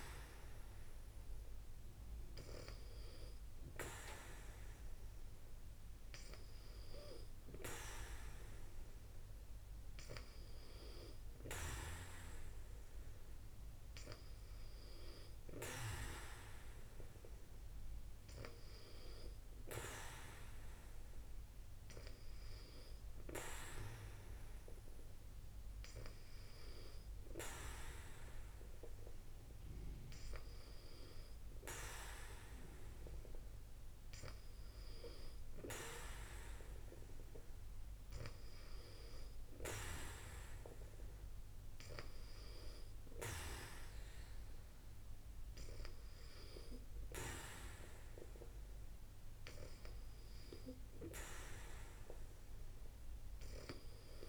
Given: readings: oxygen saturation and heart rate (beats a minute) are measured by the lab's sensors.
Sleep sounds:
breathing in sleep by a room microphone; none
none scored
From the record:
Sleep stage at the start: N2 (light sleep); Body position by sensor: on the back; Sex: female

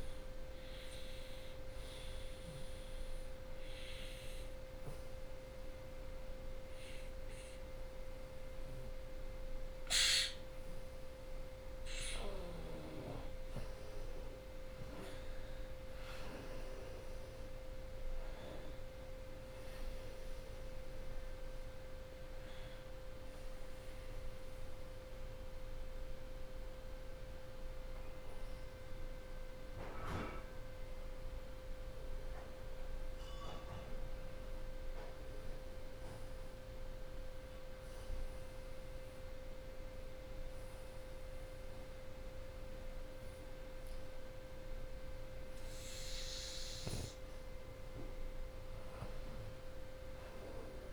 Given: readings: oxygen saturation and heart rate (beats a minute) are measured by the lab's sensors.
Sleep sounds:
breathing in sleep, hard to hear, by a room microphone; 2
1.00-11.50 s: obstructive apnea (oxygen 95% before, 88% lowest, heart rate 79 before, 69 extreme, up 23 after)
1.50-9.50 s: oxygen desaturation (device-marked, oxygen 95% before, 90% lowest, heart rate 79 before, 69 extreme)
13.00-17.00 s: arousal
14.50-25.50 s: drop in pulse transit time (device-marked, heart rate 78 before, 78 extreme)
19.50-33.50 s: oxygen desaturation (device-marked, oxygen 93% before, 88% lowest, heart rate 79 before, 74 extreme)
36.50-46.50 s: obstructive apnea (oxygen 96% before, 89% lowest, heart rate 84 before, 73 extreme, up 14 after)
48.50-50.93 s: arousal
From the record:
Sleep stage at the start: N2 (light sleep); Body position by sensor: on the back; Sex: female

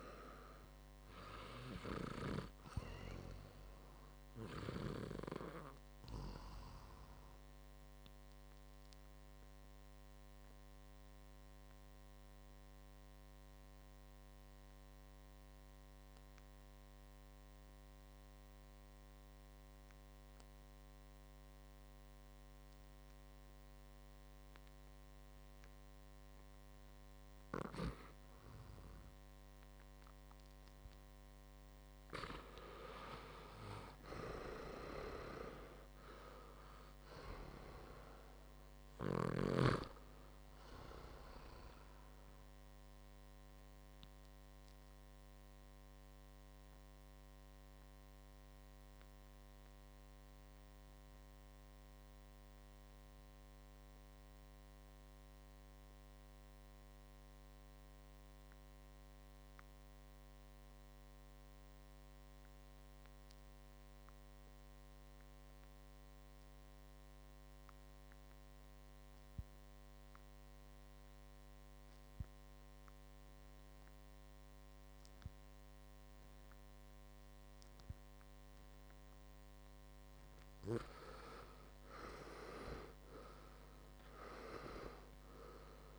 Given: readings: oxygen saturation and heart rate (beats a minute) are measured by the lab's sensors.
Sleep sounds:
breathing in sleep by a microphone on the trachea; 2
0.00-2.00 s: arousal
1.50-21.50 s: oxygen desaturation (device-marked, oxygen 98% before, 91% lowest, heart rate 60 before, 58 extreme)
7.50-31.00 s: obstructive apnea (oxygen 99% before, 89% lowest, heart rate 60 before, 56 extreme, up 6 after)
33.50-37.50 s: arousal
33.50-59.50 s: oxygen desaturation (device-marked, oxygen 98% before, 91% lowest, heart rate 61 before, 56 extreme)
43.50-78.50 s: obstructive apnea (oxygen 98% before, 88% lowest, heart rate 63 before, 55 extreme, up 13 after)
74.50-85.98 s: oxygen desaturation (device-marked, oxygen 99% before, 88% lowest, heart rate 62 before, 55 extreme)
81.00-85.50 s: arousal
From the record:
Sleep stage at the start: REM sleep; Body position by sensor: on the right side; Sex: male

